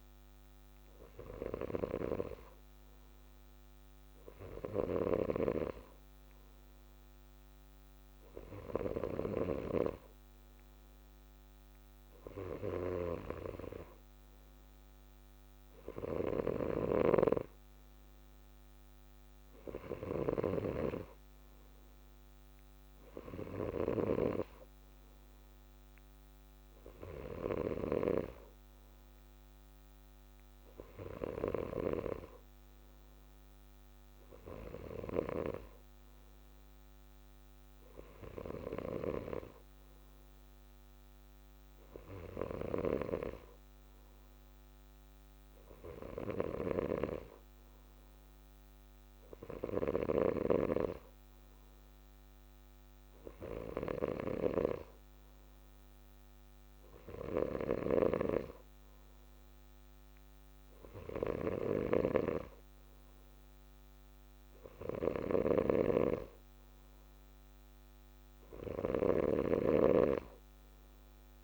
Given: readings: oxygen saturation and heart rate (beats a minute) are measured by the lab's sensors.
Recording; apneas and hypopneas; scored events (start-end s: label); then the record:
breathing in sleep by a microphone on the trachea; none
1.50-5.00 s: snoring (device-marked)
16.00-24.00 s: snoring (device-marked)
42.50-71.44 s: snoring (device-marked)
From the record:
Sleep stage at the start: N2 (light sleep); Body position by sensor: on the left side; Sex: male